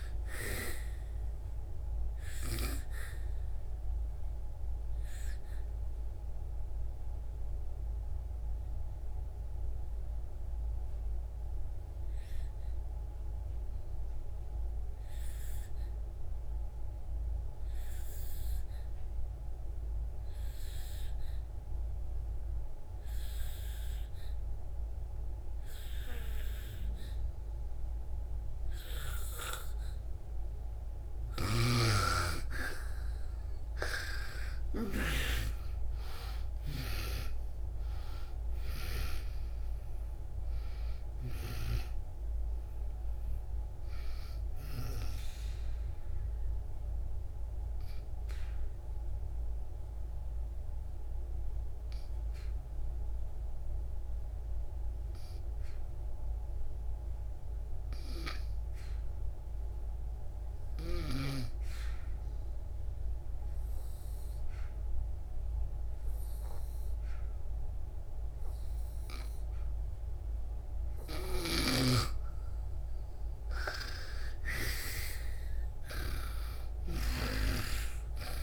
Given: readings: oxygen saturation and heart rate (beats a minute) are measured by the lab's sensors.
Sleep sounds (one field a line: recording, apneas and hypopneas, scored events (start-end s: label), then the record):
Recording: breathing in sleep by a room microphone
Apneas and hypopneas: 2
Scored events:
0.00-25.50 s: oxygen desaturation (device-marked, oxygen 86% lowest, heart rate 57 extreme)
3.00-30.50 s: obstructive apnea (oxygen 99% before, 86% lowest, heart rate 80 before, 57 extreme, up 23 after)
27.50-61.50 s: oxygen desaturation (device-marked, oxygen 98% before, 86% lowest, heart rate 65 before, 59 extreme)
31.50-35.50 s: snoring (device-marked)
35.00-39.00 s: arousal
46.00-72.00 s: obstructive apnea (oxygen 98% before, 86% lowest, heart rate 82 before, 59 extreme, up 14 after)
71.50-77.50 s: snoring (device-marked)
74.00-78.00 s: arousal
76.50-78.43 s: oxygen desaturation (device-marked, oxygen 98% before, 87% lowest, heart rate 65 before, 59 extreme)
From the record:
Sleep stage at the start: N2 (light sleep)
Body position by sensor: on the back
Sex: female